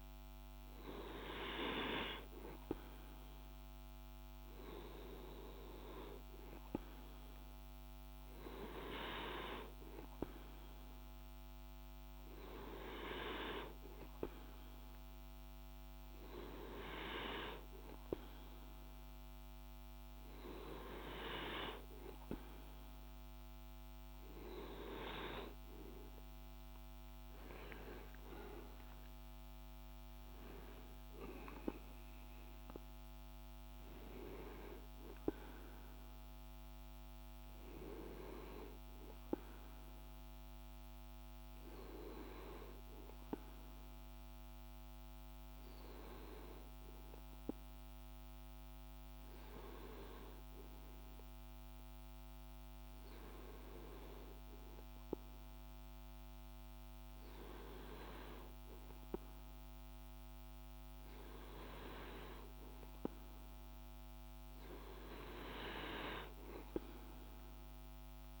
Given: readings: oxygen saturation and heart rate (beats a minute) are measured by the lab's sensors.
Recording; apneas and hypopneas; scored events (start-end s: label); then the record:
breathing in sleep by a microphone on the trachea; none
none scored
From the record:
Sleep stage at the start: N2 (light sleep); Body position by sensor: on the back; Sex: male